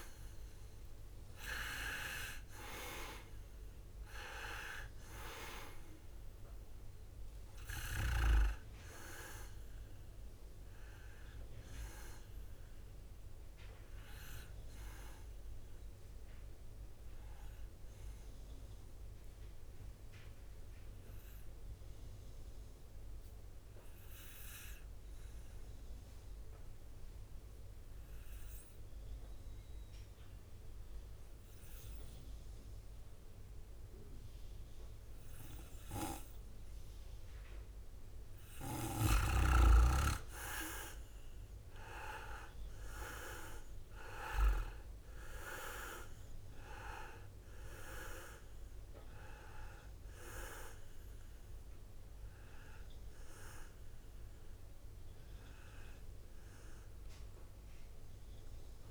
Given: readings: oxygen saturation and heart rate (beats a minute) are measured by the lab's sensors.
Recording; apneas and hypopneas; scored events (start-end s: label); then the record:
breathing in sleep by a room microphone; 1
0.00-4.00 s: arousal
10.00-26.00 s: oxygen desaturation (device-marked, oxygen 98% before, 93% lowest, heart rate 57 before, 55 extreme)
18.00-38.50 s: obstructive apnea (oxygen 99% before, 91% lowest, heart rate 59 before, 55 extreme, up 13 after)
42.00-45.50 s: arousal
45.00-58.91 s: oxygen desaturation (device-marked, oxygen 97% before, 91% lowest, heart rate 59 before, 52 extreme)
46.00-58.91 s: drop in pulse transit time (device-marked, heart rate 59 before, 58 extreme)
From the record:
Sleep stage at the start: N2 (light sleep); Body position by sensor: on the back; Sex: male